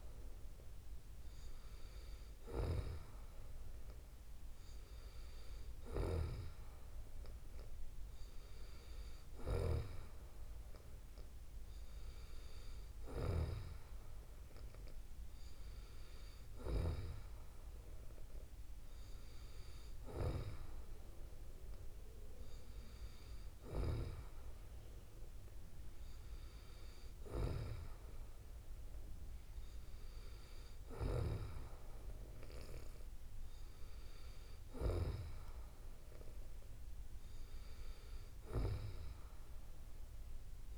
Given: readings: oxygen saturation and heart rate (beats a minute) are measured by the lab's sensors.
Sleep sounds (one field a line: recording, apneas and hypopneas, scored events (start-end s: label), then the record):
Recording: breathing in sleep by a room microphone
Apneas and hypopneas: none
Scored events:
none scored
From the record:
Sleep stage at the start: N2 (light sleep)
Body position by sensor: on the back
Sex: female